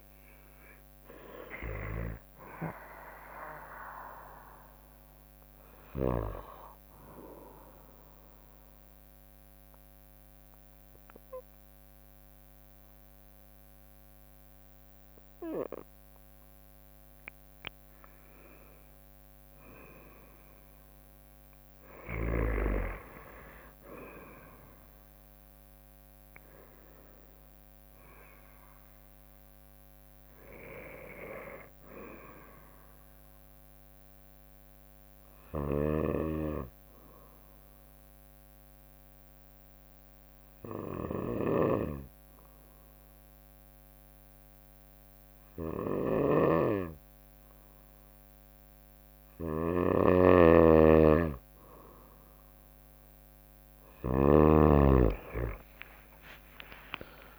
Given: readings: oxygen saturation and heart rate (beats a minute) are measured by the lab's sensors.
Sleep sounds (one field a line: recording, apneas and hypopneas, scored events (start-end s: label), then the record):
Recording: breathing in sleep by a microphone on the trachea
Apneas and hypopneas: 2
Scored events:
0.00-5.50 s: drop in pulse transit time (device-marked, heart rate 65 extreme)
4.50-8.50 s: bradycardia (device-marked, heart rate 69 before, 59 extreme)
7.00-17.50 s: obstructive apnea (oxygen 96% before, 94% lowest, heart rate 72 before, 57 extreme, up 7 after)
19.50-24.00 s: arousal
31.50-38.50 s: bradycardia (device-marked, heart rate 68 before, 57 extreme)
35.00-51.50 s: obstructive apnea (oxygen 98% before, 93% lowest, heart rate 62 before, 57 extreme, up 43 after)
35.50-54.50 s: snoring (device-marked)
54.50-57.39 s: tachycardia (device-marked, heart rate 67 before, 105 extreme)
55.00-57.39 s: arousal
From the record:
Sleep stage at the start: N2 (light sleep)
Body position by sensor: on the right side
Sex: female